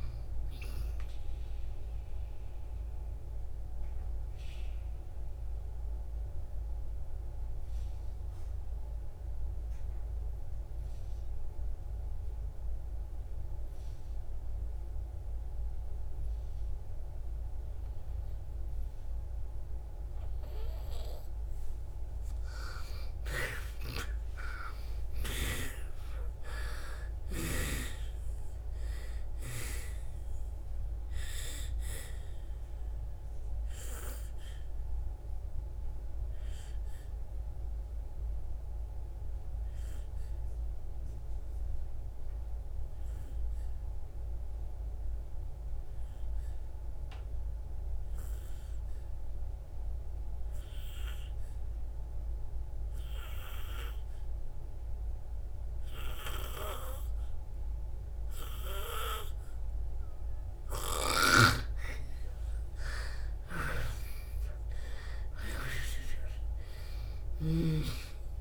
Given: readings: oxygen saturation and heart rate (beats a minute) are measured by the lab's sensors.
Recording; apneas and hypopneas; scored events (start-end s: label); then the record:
breathing in sleep by a room microphone; 2
0.00-20.00 s: oxygen desaturation (device-marked, oxygen 86% lowest, heart rate 57 extreme)
0.50-22.00 s: obstructive apnea (oxygen 98% before, 85% lowest, heart rate 67 before, 57 extreme, up 10 after)
24.50-28.50 s: arousal
27.00-53.00 s: oxygen desaturation (device-marked, oxygen 99% before, 85% lowest, heart rate 62 before, 57 extreme)
32.00-60.50 s: obstructive apnea (oxygen 99% before, 85% lowest, heart rate 65 before, 56 extreme, up 9 after)
58.00-68.41 s: oxygen desaturation (device-marked, oxygen 99% before, 85% lowest, heart rate 60 before, 56 extreme)
61.50-68.00 s: snoring (device-marked)
62.50-67.00 s: arousal
From the record:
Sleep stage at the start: N2 (light sleep); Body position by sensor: on the back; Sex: female